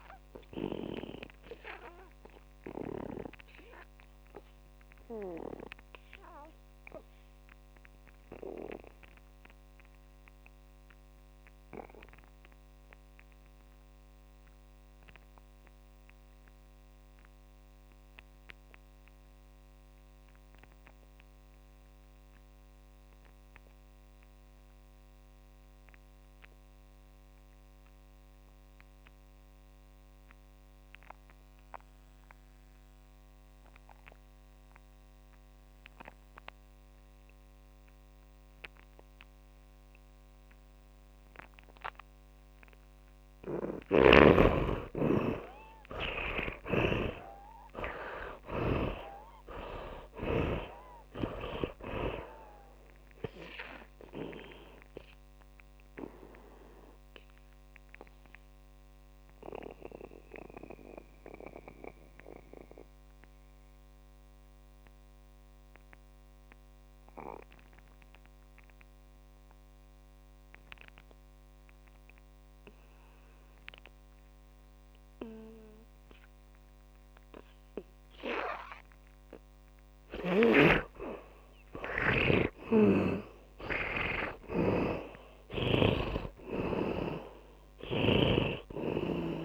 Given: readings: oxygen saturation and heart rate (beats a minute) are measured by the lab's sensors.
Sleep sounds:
breathing in sleep by a microphone on the trachea; 2
0.00-17.00 s: oxygen desaturation (device-marked, oxygen 78% lowest)
1.00-43.00 s: obstructive apnea (oxygen 100% before, 72% lowest)
29.00-74.00 s: oxygen desaturation (device-marked, oxygen 100% before, 72% lowest)
44.00-51.00 s: snoring (device-marked)
46.00-51.00 s: arousal
55.00-81.00 s: mixed apnea (oxygen 97% before, 72% lowest)
82.50-86.00 s: arousal
83.00-86.50 s: snoring (device-marked)
87.00-89.45 s: oxygen desaturation (device-marked, oxygen 100% before, 79% lowest)
From the record:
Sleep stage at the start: N2 (light sleep); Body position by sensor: on the back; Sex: male

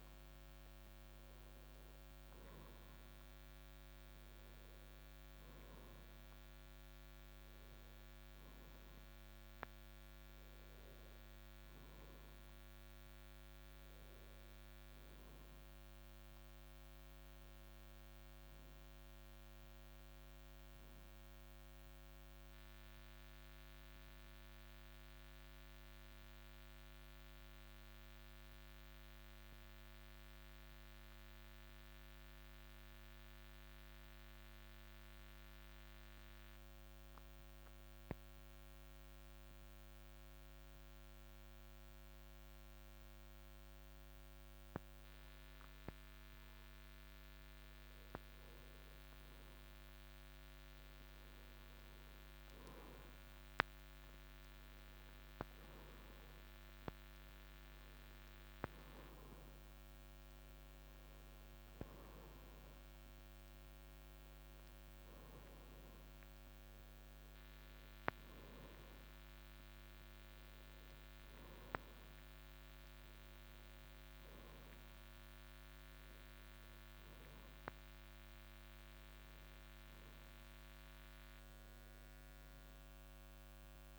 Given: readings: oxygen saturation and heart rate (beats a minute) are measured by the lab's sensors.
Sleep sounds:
breathing in sleep, hard to hear, by a microphone on the trachea; 1
1.00-33.00 s: oxygen desaturation (device-marked, oxygen 95% before, 89% lowest, heart rate 57 before, 51 extreme)
19.50-45.50 s: obstructive apnea (oxygen 95% before, 89% lowest, heart rate 57 before, 51 extreme, up 6 after)
48.50-54.50 s: arousal
77.00-83.99 s: oxygen desaturation (device-marked, oxygen 96% before, 89% lowest, heart rate 57 before, 54 extreme)
79.00-83.99 s: arousal
From the record:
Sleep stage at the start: N1 (lightest sleep); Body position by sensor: on the right side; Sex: male

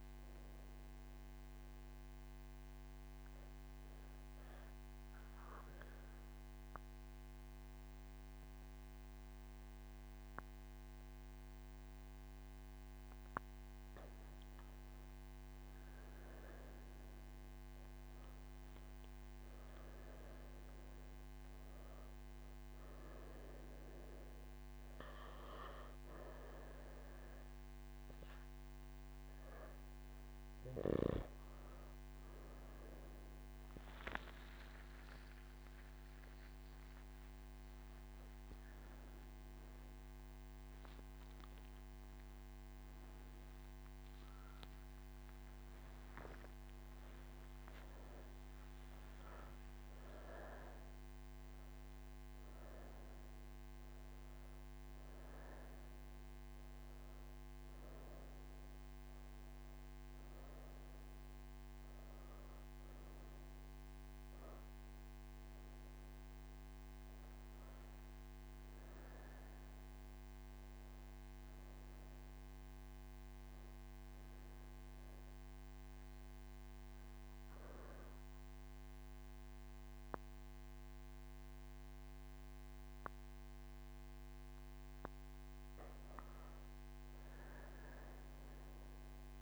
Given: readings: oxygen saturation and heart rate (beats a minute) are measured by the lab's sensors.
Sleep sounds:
breathing in sleep, hard to hear, by a microphone on the trachea; 2
2.00-14.00 s: obstructive apnea (oxygen 98% before, 96% lowest)
11.50-89.42 s: new sleep stage, N2 (light sleep)
40.50-55.50 s: oxygen desaturation (device-marked, oxygen 99% before, 96% lowest)
73.00-84.00 s: obstructive apnea (oxygen 97% before, 95% lowest)
From the record:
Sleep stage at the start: N3 (deep sleep); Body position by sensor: on the right side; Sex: female

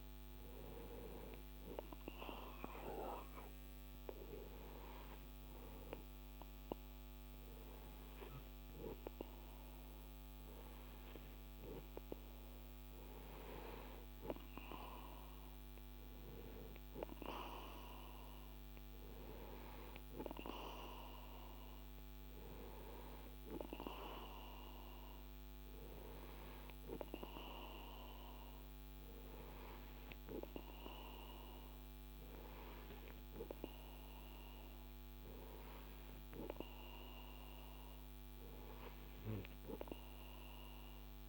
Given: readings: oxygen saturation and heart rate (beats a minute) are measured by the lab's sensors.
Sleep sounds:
breathing in sleep by a microphone on the trachea; none
none scored
From the record:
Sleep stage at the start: N2 (light sleep); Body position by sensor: on the right side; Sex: male

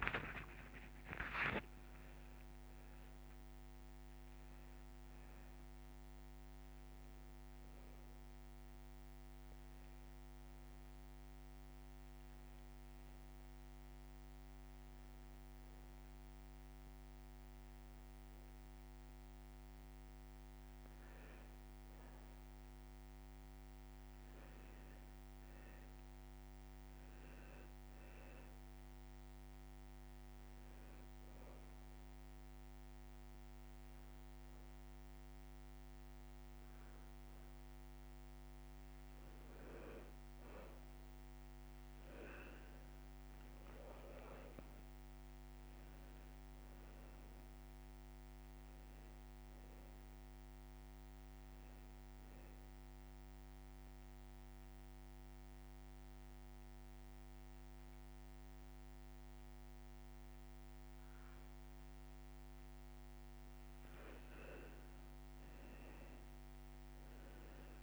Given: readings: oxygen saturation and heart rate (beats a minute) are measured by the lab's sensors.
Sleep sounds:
breathing in sleep, hard to hear, by a microphone on the trachea; 3
0.00-7.00 s: oxygen desaturation (device-marked, oxygen 90% lowest, heart rate 61 extreme)
11.00-21.00 s: hypopnea (oxygen 97% before, 90% lowest, heart rate 139 before, 139 extreme)
22.50-26.00 s: arousal
26.00-38.00 s: oxygen desaturation (device-marked, oxygen 97% before, 92% lowest, heart rate 144 before, 140 extreme)
30.50-41.00 s: hypopnea (oxygen 97% before, 90% lowest, heart rate 132 before, 139 extreme)
43.50-47.00 s: arousal
45.00-61.00 s: oxygen desaturation (device-marked, oxygen 95% before, 90% lowest, heart rate 175 before, 119 extreme)
52.50-63.50 s: mixed apnea (oxygen 96% before, 90% lowest, heart rate 184 before, 119 extreme, up 23 after)
From the record:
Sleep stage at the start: N2 (light sleep); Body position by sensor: on the back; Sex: male

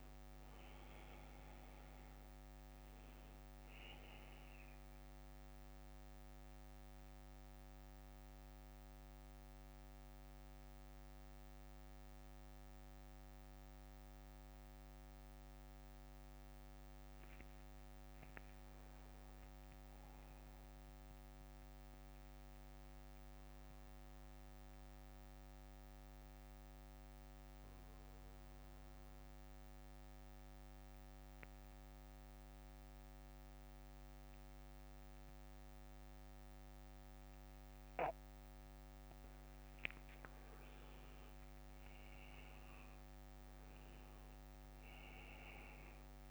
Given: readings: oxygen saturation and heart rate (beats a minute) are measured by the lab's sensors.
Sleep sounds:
breathing in sleep, hard to hear, by a microphone on the trachea; 2
2.00-17.00 s: bradycardia (device-marked, heart rate 60 before, 46 extreme)
5.50-16.00 s: central apnea (oxygen 96% before, 91% lowest, heart rate 64 before, 46 extreme, up 22 after)
18.50-21.00 s: arousal
23.00-39.50 s: central apnea (oxygen 96% before, 91% lowest, heart rate 56 before, 49 extreme, up 18 after)
24.00-34.00 s: bradycardia (device-marked, heart rate 60 before, 49 extreme)
42.00-45.50 s: arousal
42.00-46.31 s: oxygen desaturation (device-marked, oxygen 99% before, 91% lowest, heart rate 59 before, 50 extreme)
From the record:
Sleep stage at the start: N2 (light sleep); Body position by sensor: on the back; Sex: male

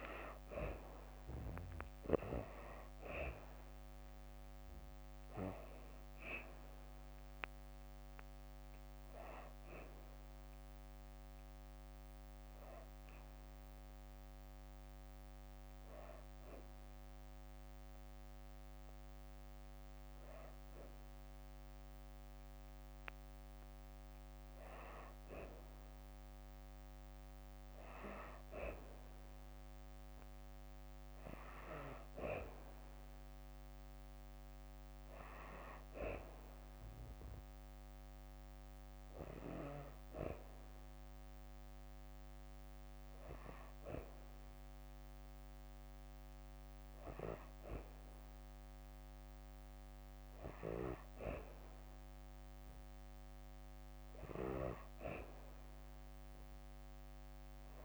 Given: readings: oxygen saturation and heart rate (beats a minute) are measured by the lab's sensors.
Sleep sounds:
breathing in sleep by a microphone on the trachea; none
0.00-11.50 s: drop in pulse transit time (device-marked, heart rate 67 extreme)
1.00-4.00 s: arousal
From the record:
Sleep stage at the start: N2 (light sleep); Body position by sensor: on the back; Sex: female

